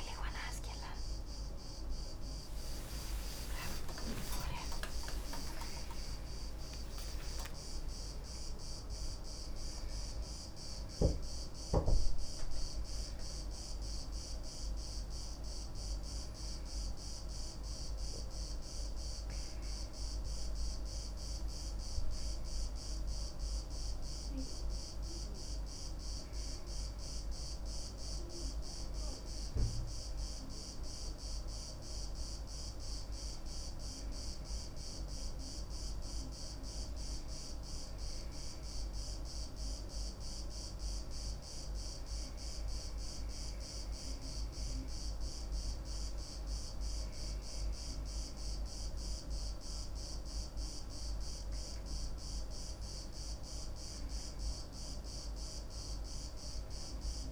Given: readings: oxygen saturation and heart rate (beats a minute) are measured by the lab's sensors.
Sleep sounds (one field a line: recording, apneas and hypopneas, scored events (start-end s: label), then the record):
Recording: a person awake in a sleep study, by a room microphone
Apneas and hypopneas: none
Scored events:
none scored
From the record:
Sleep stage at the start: awake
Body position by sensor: on the back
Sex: female